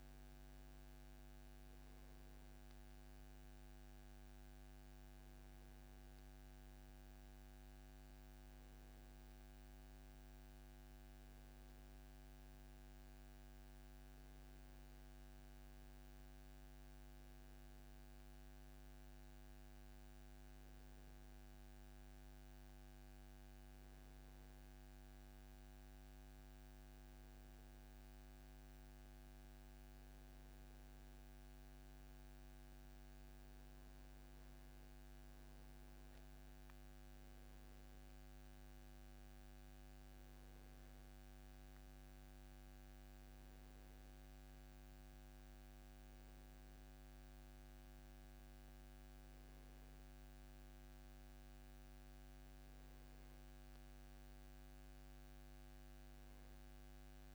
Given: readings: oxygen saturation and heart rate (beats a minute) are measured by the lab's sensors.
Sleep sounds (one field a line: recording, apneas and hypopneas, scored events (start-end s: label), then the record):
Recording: breathing in sleep, hard to hear, by a microphone on the trachea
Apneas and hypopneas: none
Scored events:
none scored
From the record:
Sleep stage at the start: N1 (lightest sleep)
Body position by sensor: on the back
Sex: male